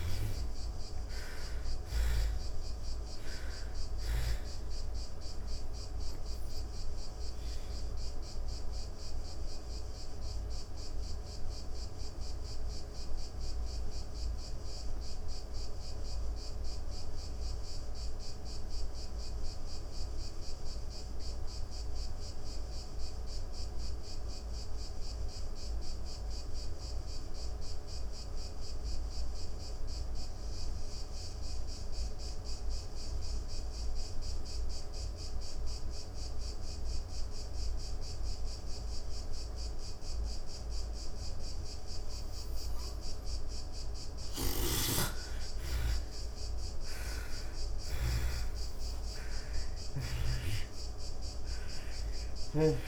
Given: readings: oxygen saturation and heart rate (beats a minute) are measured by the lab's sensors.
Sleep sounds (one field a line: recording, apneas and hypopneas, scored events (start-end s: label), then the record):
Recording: breathing in sleep, hard to hear, by a room microphone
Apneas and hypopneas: 1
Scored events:
0.00-27.00 s: oxygen desaturation (device-marked, oxygen 72% lowest)
8.00-41.00 s: obstructive apnea (oxygen 97% before, 72% lowest)
37.00-52.88 s: oxygen desaturation (device-marked, oxygen 98% before, 76% lowest)
43.00-51.50 s: snoring (device-marked)
43.50-47.00 s: arousal
From the record:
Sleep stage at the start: N2 (light sleep)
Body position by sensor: on the back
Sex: female